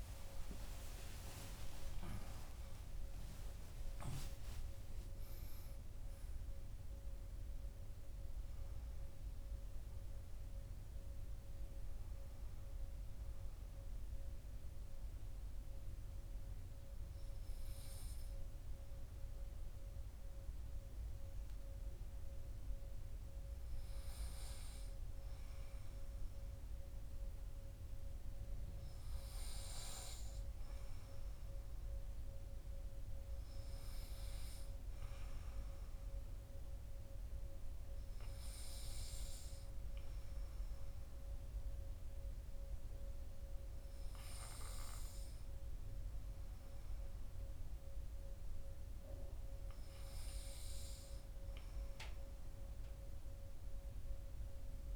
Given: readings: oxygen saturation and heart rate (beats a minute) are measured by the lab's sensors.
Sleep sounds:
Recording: breathing in sleep by a room microphone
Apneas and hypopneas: none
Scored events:
0.00-2.50 s: arousal
21.50-54.96 s: new sleep stage, N2 (light sleep)
From the record:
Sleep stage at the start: N1 (lightest sleep)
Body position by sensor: on the back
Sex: male

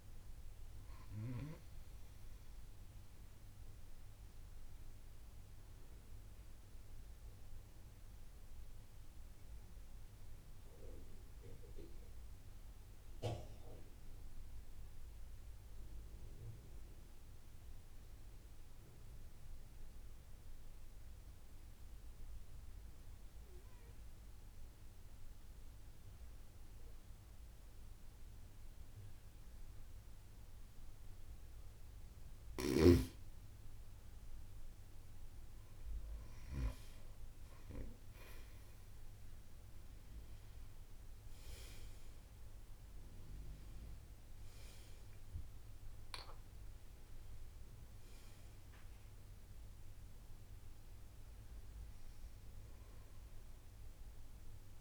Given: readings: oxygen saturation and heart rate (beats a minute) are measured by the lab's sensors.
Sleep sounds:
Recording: breathing in sleep by a room microphone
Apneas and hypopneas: 1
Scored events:
0.00-21.00 s: oxygen desaturation (device-marked, oxygen 93% lowest)
8.00-31.00 s: mixed apnea (oxygen 98% before, 91% lowest)
32.50-34.50 s: long interval between heartbeats (device-marked)
35.00-54.81 s: oxygen desaturation (device-marked, oxygen 97% before, 91% lowest)
36.50-42.50 s: arousal
38.00-40.00 s: long interval between heartbeats (device-marked)
41.00-43.00 s: long interval between heartbeats (device-marked)
44.50-46.50 s: long interval between heartbeats (device-marked)
48.00-50.00 s: long interval between heartbeats (device-marked)
52.00-54.00 s: long interval between heartbeats (device-marked)
From the record:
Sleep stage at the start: N2 (light sleep)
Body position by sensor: on the right side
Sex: female

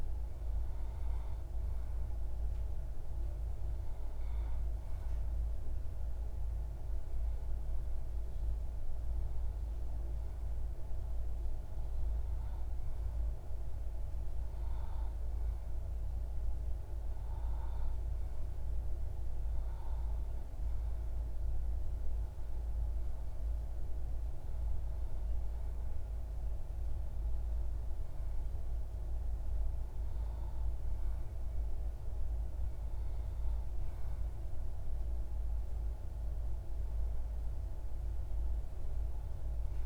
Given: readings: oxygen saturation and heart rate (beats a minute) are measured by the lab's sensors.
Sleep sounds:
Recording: breathing in sleep, hard to hear, by a room microphone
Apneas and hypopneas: none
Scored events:
none scored
From the record:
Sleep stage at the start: REM sleep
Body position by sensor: on the back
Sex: male

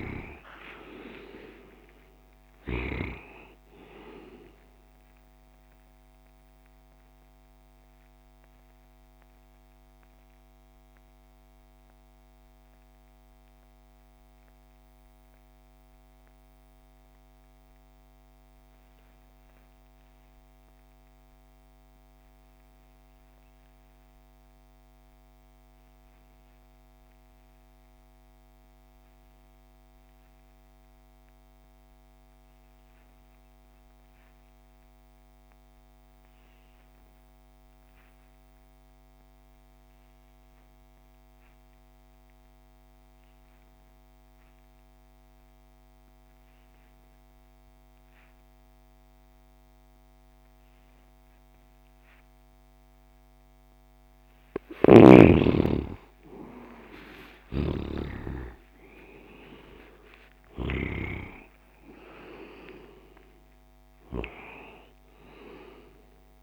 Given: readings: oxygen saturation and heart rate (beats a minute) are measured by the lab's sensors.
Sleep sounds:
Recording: breathing in sleep by a microphone on the trachea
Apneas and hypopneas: 1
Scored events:
0.00-2.50 s: snoring (device-marked)
0.00-22.00 s: oxygen desaturation (device-marked, oxygen 65% lowest)
5.50-53.50 s: mixed apnea (oxygen 90% before, 65% lowest)
28.00-66.43 s: oxygen desaturation (device-marked, oxygen 98% before, 68% lowest)
54.00-60.50 s: snoring (device-marked)
56.00-60.00 s: arousal
From the record:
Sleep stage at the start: REM sleep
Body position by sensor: on the left side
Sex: male

